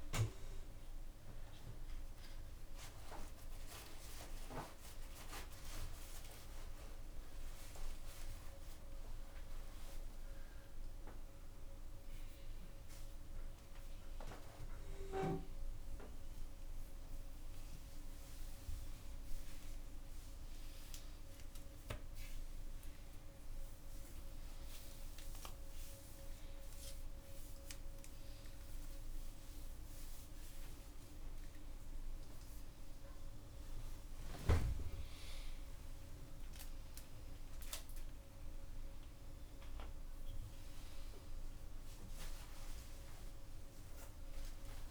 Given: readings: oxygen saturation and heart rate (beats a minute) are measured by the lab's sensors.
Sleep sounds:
a person awake in a sleep study, by a room microphone; none
6.00-8.00 s: long interval between heartbeats (device-marked, heart rate 102 before, 111 extreme)
8.00-10.00 s: long interval between heartbeats (device-marked, heart rate 105 before, 128 extreme)
10.00-12.00 s: long interval between heartbeats (device-marked, heart rate 109 before, 127 extreme)
12.50-14.50 s: long interval between heartbeats (device-marked, heart rate 115 before, 119 extreme)
15.50-17.50 s: long interval between heartbeats (device-marked, heart rate 119 before, 119 extreme)
24.00-26.00 s: long interval between heartbeats (device-marked, heart rate 119 before, 114 extreme)
35.00-37.00 s: long interval between heartbeats (device-marked, heart rate 109 before, 109 extreme)
37.50-39.50 s: long interval between heartbeats (device-marked, heart rate 108 before, 128 extreme)
40.50-42.50 s: long interval between heartbeats (device-marked, heart rate 110 before, 128 extreme)
43.00-44.91 s: long interval between heartbeats (device-marked, heart rate 113 before, 128 extreme)
From the record:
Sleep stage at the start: awake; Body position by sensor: upright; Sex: female

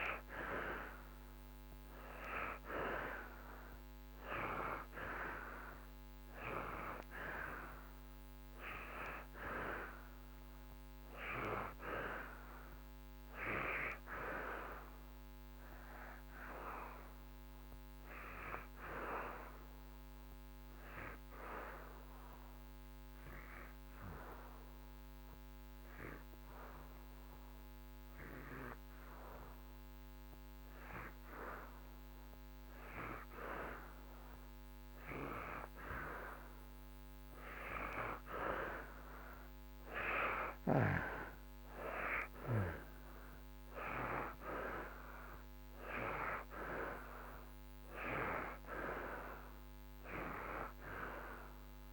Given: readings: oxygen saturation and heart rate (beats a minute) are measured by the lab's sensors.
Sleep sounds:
breathing in sleep by a microphone on the trachea; 1
0.00-28.50 s: oxygen desaturation (device-marked, oxygen 85% lowest)
17.00-34.00 s: hypopnea (oxygen 93% before, 86% lowest)
36.00-40.00 s: arousal
43.50-51.93 s: oxygen desaturation (device-marked, oxygen 92% before, 86% lowest)
From the record:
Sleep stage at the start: N2 (light sleep); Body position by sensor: on the back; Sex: male

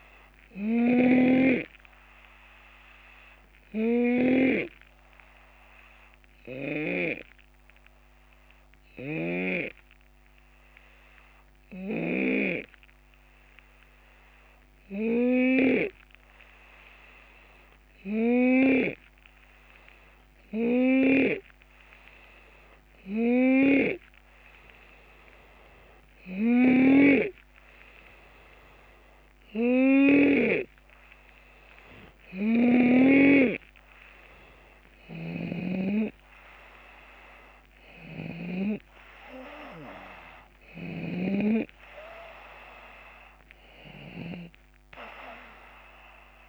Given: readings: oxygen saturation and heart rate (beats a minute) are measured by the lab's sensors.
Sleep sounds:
breathing in sleep by a microphone on the trachea; 1
0.00-4.50 s: snoring (device-marked)
5.00-24.00 s: hypopnea (oxygen 94% before, 87% lowest, heart rate 77 before, 69 extreme, up 6 after)
26.00-30.50 s: arousal
26.50-40.50 s: oxygen desaturation (device-marked, oxygen 92% before, 89% lowest, heart rate 71 before, 69 extreme)
35.00-38.50 s: snoring (device-marked)
36.50-46.49 s: drop in pulse transit time (device-marked, heart rate 73 before, 76 extreme)
40.50-46.49 s: snoring (device-marked)
42.50-46.49 s: oxygen desaturation (device-marked, oxygen 90% before, 87% lowest, heart rate 76 before, 69 extreme)
From the record:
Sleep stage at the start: N2 (light sleep); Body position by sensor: on the left side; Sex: male

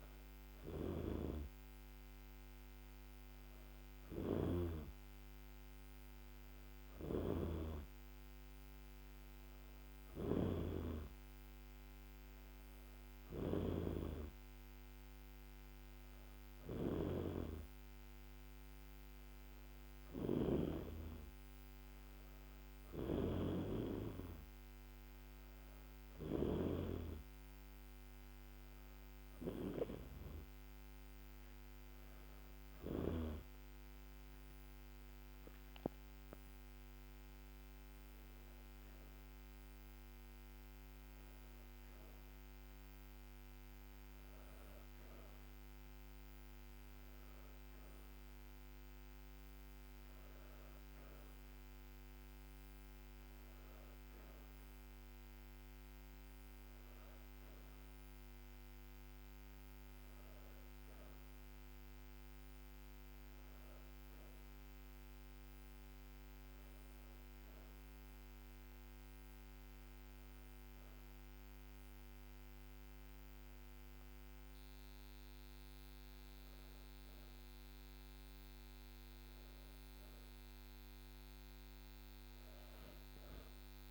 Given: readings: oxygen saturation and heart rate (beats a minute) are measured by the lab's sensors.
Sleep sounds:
breathing in sleep by a microphone on the trachea; none
7.00-10.50 s: snoring (device-marked)
16.50-26.50 s: snoring (device-marked)
From the record:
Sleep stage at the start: N2 (light sleep); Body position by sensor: on the back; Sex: female

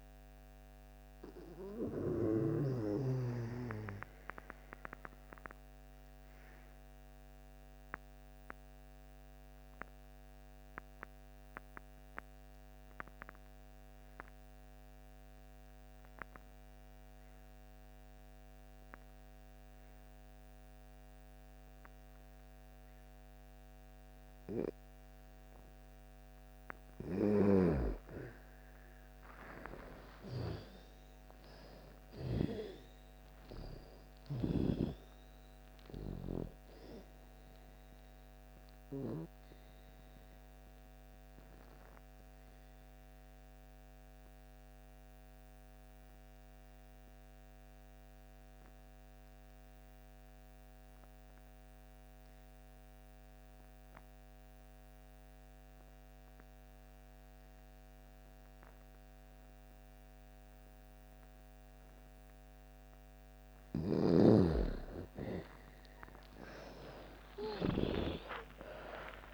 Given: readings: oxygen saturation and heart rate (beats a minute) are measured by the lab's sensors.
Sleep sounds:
breathing in sleep by a microphone on the trachea; 2
0.00-20.00 s: oxygen desaturation (device-marked, oxygen 80% lowest)
5.50-27.50 s: mixed apnea (oxygen 97% before, 78% lowest)
22.00-51.00 s: oxygen desaturation (device-marked, oxygen 99% before, 85% lowest)
30.00-34.00 s: arousal
38.00-61.50 s: obstructive apnea (oxygen 99% before, 78% lowest)
56.00-69.33 s: oxygen desaturation (device-marked, oxygen 98% before, 78% lowest)
63.50-69.33 s: snoring (device-marked)
66.50-69.33 s: arousal
From the record:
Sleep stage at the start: N2 (light sleep); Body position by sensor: on the back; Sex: female

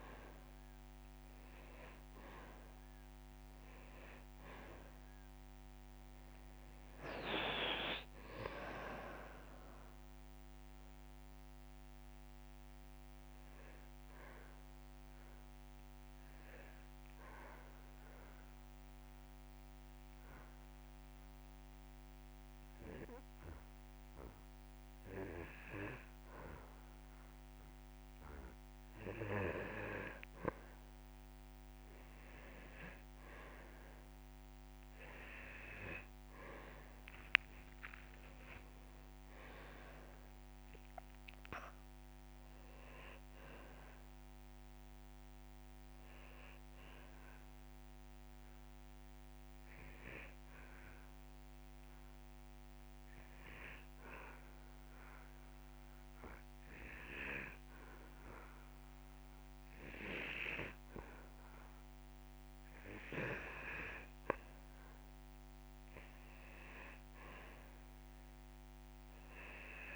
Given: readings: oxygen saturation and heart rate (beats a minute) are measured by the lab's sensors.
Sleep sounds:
breathing in sleep by a microphone on the trachea; 2
8.50-12.00 s: arousal
17.00-30.00 s: obstructive apnea (oxygen 96% before, 92% lowest)
34.00-38.50 s: arousal
43.50-64.50 s: oxygen desaturation (device-marked, oxygen 98% before, 93% lowest)
55.00-65.00 s: obstructive apnea (oxygen 98% before, 92% lowest)
66.00-68.00 s: long interval between heartbeats (device-marked)
66.00-69.50 s: arousal
From the record:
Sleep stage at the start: N2 (light sleep); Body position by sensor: on the back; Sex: male

